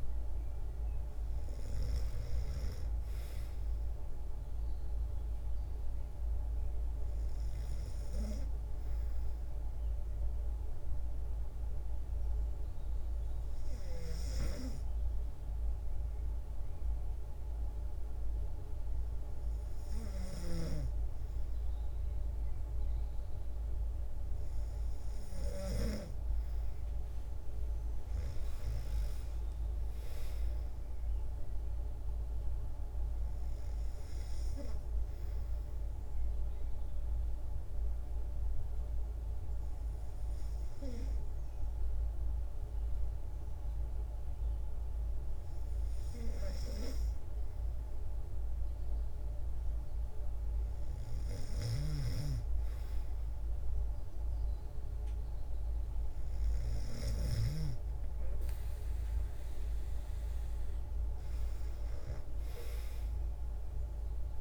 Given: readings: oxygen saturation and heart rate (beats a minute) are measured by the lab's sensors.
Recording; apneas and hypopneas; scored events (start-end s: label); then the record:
breathing in sleep by a room microphone; 2
0.00-1.00 s: arousal
0.00-1.50 s: snoring (device-marked)
9.50-21.50 s: hypopnea (oxygen 96% before, 93% lowest, heart rate 56 before, 53 extreme, up 4 after)
19.50-25.00 s: snoring (device-marked)
27.00-30.00 s: arousal
34.50-47.50 s: hypopnea (oxygen 96% before, 93% lowest, heart rate 56 before, 53 extreme, up 3 after)
50.50-56.50 s: snoring (device-marked)
55.50-59.50 s: arousal
56.00-64.41 s: oxygen desaturation (device-marked, oxygen 97% before, 93% lowest, heart rate 54 before, 53 extreme)
From the record:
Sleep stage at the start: N2 (light sleep); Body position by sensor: on the back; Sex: female